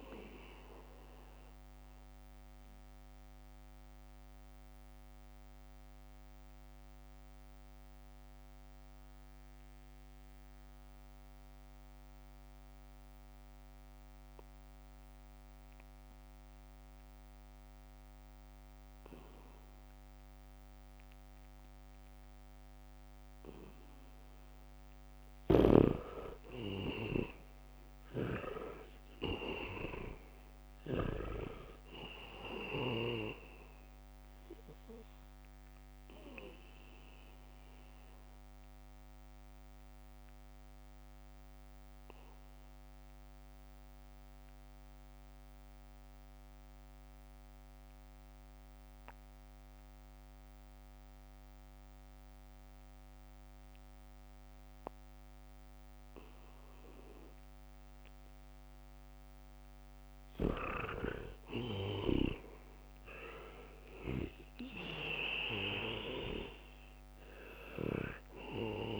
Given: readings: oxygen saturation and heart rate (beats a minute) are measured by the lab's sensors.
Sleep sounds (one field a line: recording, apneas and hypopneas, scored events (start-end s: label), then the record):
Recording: breathing in sleep by a microphone on the trachea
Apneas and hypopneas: 2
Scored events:
0.00-14.50 s: oxygen desaturation (device-marked, oxygen 76% lowest, heart rate 64 extreme)
1.50-25.00 s: obstructive apnea (oxygen 98% before, 76% lowest, heart rate 69 before, 66 extreme, up 7 after)
20.00-24.50 s: leg movement (device-marked)
25.50-51.50 s: oxygen desaturation (device-marked, oxygen 98% before, 78% lowest, heart rate 72 before, 68 extreme)
28.00-32.00 s: arousal
37.00-58.50 s: obstructive apnea (oxygen 98% before, 77% lowest, heart rate 71 before, 68 extreme)
60.50-63.00 s: arousal
61.50-69.00 s: oxygen desaturation (device-marked, oxygen 98% before, 80% lowest, heart rate 72 before, 66 extreme)
From the record:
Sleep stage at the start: N2 (light sleep)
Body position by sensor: on the back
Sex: male